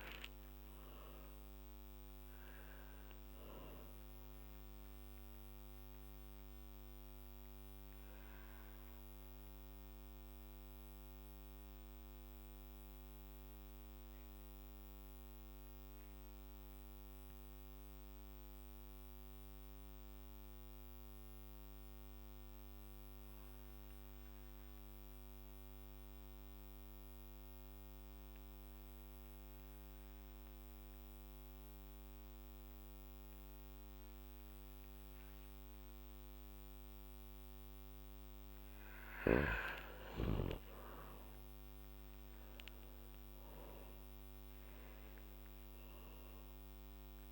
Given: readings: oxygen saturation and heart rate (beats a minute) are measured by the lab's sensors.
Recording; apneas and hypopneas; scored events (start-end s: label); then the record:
breathing in sleep, hard to hear, by a microphone on the trachea; 1
0.00-1.50 s: arousal
4.50-38.50 s: mixed apnea (oxygen 99% before, 94% lowest, heart rate 55 before, 46 extreme, up 3 after)
15.50-27.50 s: oxygen desaturation (device-marked, oxygen 98% before, 94% lowest, heart rate 57 before, 46 extreme)
39.00-41.00 s: long interval between heartbeats (device-marked, heart rate 51 before, 52 extreme)
40.50-44.50 s: arousal
From the record:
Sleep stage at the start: N2 (light sleep); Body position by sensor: on the back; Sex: male